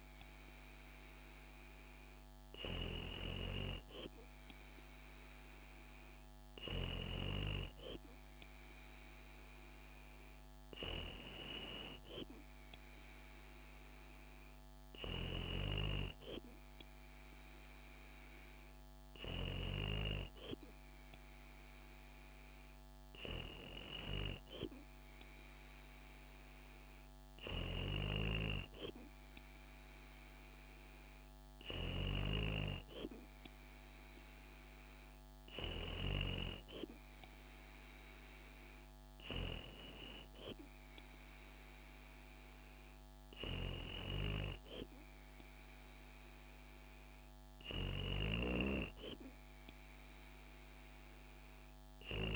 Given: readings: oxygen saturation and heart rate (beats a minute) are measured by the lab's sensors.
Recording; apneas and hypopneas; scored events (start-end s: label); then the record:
breathing in sleep by a microphone on the trachea; none
none scored
From the record:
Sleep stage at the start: N2 (light sleep); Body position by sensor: on the back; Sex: female